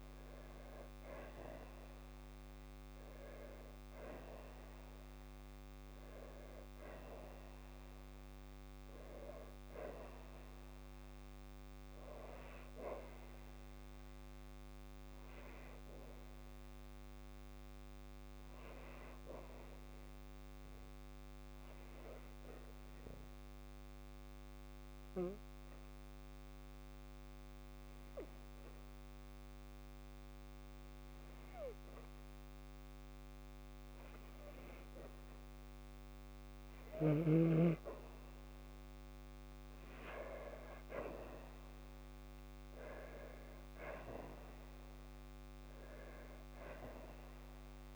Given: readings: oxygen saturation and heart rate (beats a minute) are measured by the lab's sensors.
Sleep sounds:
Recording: breathing in sleep by a microphone on the trachea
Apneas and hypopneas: 1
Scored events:
21.50-33.00 s: obstructive apnea (oxygen 95% before, 91% lowest, heart rate 55 before, 53 extreme, up 4 after)
39.00-43.00 s: arousal
From the record:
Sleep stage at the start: N2 (light sleep)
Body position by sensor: on the back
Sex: female

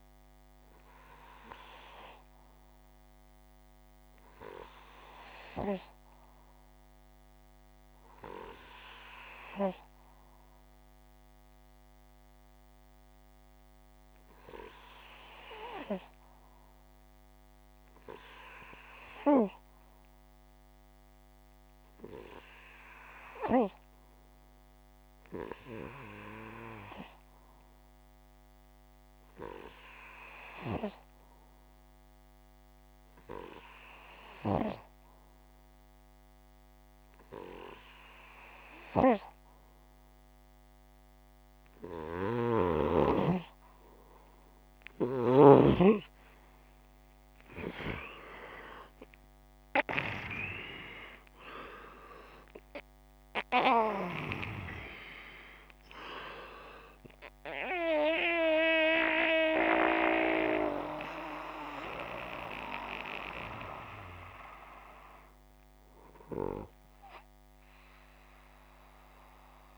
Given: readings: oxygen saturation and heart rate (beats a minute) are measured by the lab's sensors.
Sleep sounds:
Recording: breathing in sleep by a microphone on the trachea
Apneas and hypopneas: 1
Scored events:
0.00-1.00 s: oxygen desaturation (device-marked, oxygen 87% lowest, heart rate 58 extreme)
2.00-41.00 s: hypopnea (oxygen 97% before, 89% lowest, heart rate 63 before, 58 extreme, up 7 after)
41.50-45.00 s: snoring (device-marked)
43.50-48.00 s: arousal
From the record:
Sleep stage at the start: REM sleep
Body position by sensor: upright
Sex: male

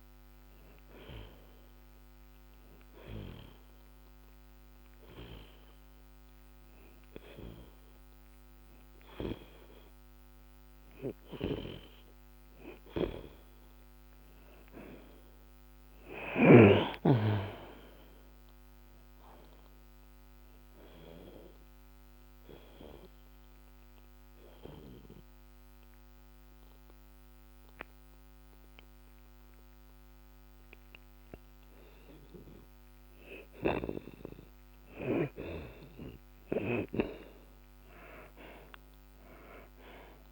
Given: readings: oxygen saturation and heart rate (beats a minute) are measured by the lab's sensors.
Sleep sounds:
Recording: breathing in sleep by a microphone on the trachea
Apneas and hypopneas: 2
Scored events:
0.00-18.50 s: oxygen desaturation (device-marked, oxygen 76% lowest)
1.50-12.50 s: hypopnea (oxygen 83% before, 76% lowest)
15.50-19.50 s: arousal
22.00-32.50 s: obstructive apnea (oxygen 86% before, 76% lowest)
26.50-40.32 s: oxygen desaturation (device-marked, oxygen 86% before, 76% lowest)
From the record:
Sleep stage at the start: N2 (light sleep)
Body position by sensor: on the back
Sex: male

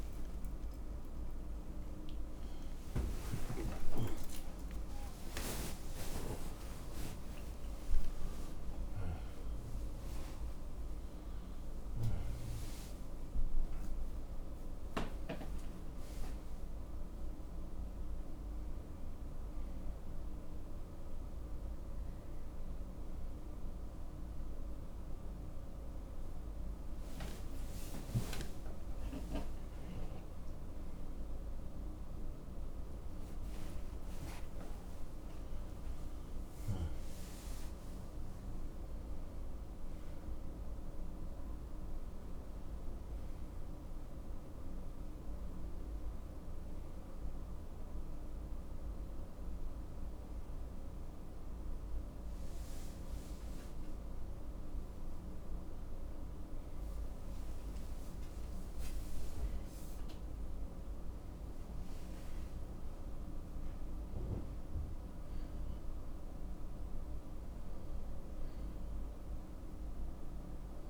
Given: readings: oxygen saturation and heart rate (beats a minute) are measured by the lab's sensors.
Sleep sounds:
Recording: a person awake in a sleep study, hard to hear, by a room microphone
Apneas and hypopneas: none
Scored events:
60.00-70.90 s: new sleep stage, N1 (lightest sleep)
From the record:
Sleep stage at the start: awake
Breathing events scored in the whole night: 141 in 3.2 hours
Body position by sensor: on the left side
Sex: male

